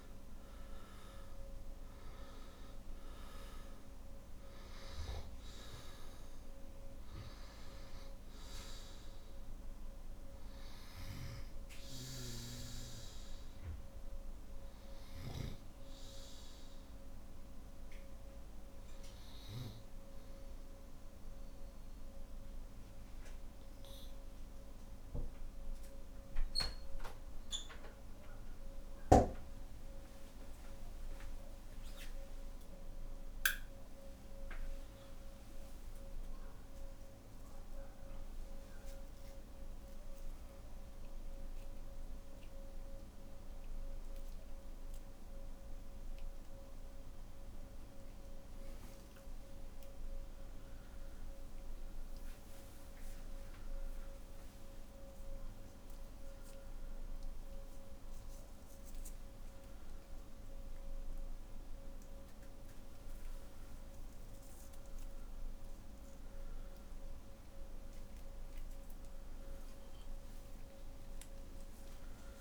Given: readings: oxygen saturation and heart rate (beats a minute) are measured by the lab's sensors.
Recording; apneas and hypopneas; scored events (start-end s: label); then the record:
breathing in sleep by a room microphone; 1
4.00-15.00 s: oxygen desaturation (device-marked, oxygen 97% before, 93% lowest, heart rate 53 before, 50 extreme)
20.00-31.50 s: obstructive apnea (oxygen 97% before, 94% lowest, heart rate 55 before, 50 extreme, up 38 after)
49.00-51.00 s: long interval between heartbeats (device-marked, heart rate 80 before, 106 extreme)
69.00-71.00 s: long interval between heartbeats (device-marked, heart rate 96 before, 99 extreme)
From the record:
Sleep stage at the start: N1 (lightest sleep); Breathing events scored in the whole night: 231 in 5.2 hours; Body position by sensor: on the back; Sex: male